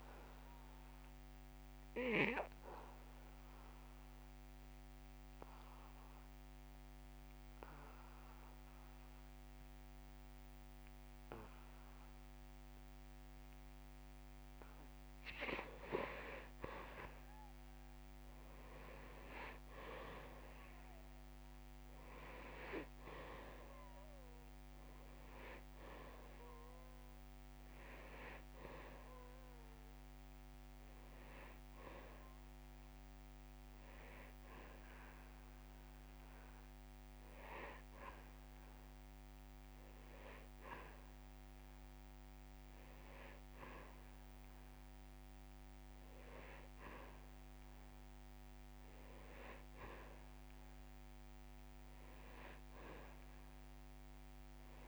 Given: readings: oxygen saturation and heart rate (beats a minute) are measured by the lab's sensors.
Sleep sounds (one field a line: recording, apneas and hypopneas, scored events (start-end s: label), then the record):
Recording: breathing in sleep by a microphone on the trachea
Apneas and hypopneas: 2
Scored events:
0.00-18.50 s: oxygen desaturation (device-marked, oxygen 87% lowest)
1.00-14.50 s: obstructive apnea (oxygen 97% before, 87% lowest)
17.50-21.50 s: arousal
31.50-47.50 s: oxygen desaturation (device-marked, oxygen 97% before, 90% lowest)
35.00-47.00 s: hypopnea (oxygen 97% before, 90% lowest)
48.50-52.00 s: arousal
51.50-53.50 s: long interval between heartbeats (device-marked)
From the record:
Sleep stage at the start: N2 (light sleep)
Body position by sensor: on the back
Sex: male